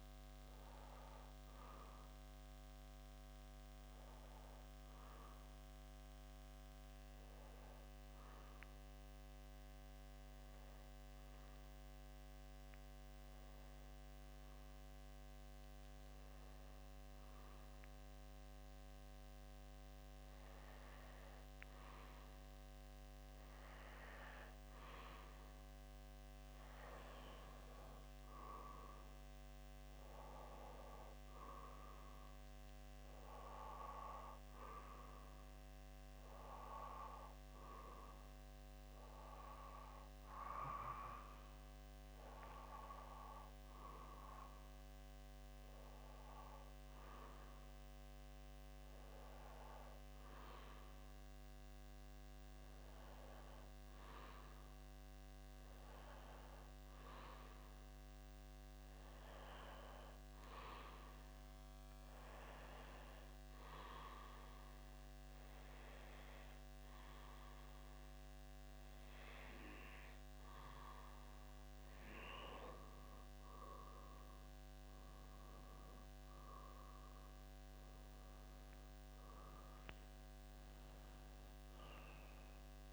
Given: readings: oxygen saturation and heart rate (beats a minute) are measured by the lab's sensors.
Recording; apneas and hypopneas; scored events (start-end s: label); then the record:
breathing in sleep by a microphone on the trachea; 2
0.00-18.50 s: bradycardia (device-marked, heart rate 58 extreme)
4.50-25.50 s: obstructive apnea (oxygen 93% before, 91% lowest, heart rate 65 before, 58 extreme, up 4 after)
28.00-31.50 s: arousal
44.00-73.50 s: hypopnea (oxygen 98% before, 92% lowest, heart rate 61 before, 58 extreme, up 4 after)
46.50-54.50 s: bradycardia (device-marked, heart rate 62 before, 58 extreme)
75.50-80.00 s: arousal
From the record:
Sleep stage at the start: N2 (light sleep); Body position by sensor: on the back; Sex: male